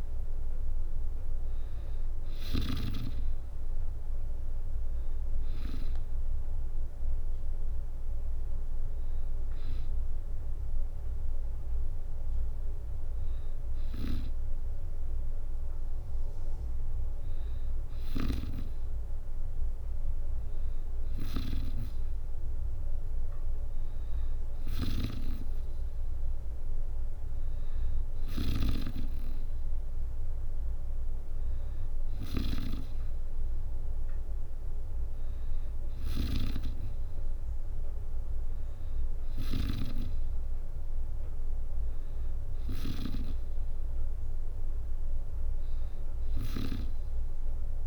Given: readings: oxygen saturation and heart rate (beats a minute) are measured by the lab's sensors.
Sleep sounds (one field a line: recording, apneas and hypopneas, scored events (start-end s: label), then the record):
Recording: breathing in sleep by a room microphone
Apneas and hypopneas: none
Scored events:
0.00-2.50 s: snoring (device-marked)
24.00-42.50 s: snoring (device-marked)
From the record:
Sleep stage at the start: N2 (light sleep)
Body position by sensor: on the back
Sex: female